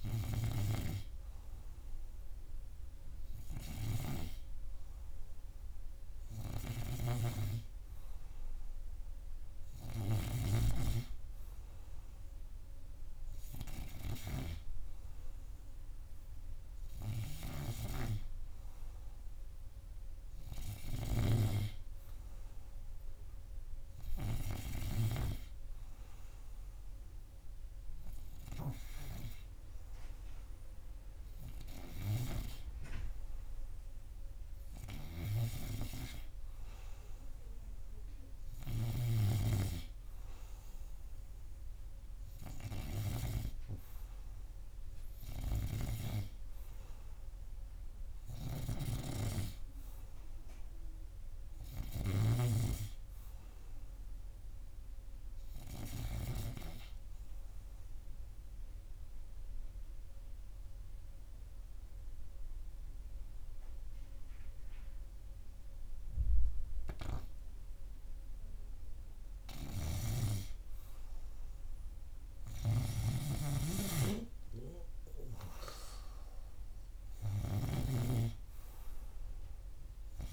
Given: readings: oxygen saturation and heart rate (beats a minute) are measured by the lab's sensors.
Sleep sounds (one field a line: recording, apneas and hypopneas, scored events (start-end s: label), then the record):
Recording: breathing in sleep by a room microphone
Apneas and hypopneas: 1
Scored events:
49.00-53.00 s: arousal
57.50-68.50 s: obstructive apnea (oxygen 98% before, 97% lowest, heart rate 84 before, 82 extreme, up 2 after)
71.50-75.00 s: arousal
From the record:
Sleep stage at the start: N2 (light sleep)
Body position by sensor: on the right side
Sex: male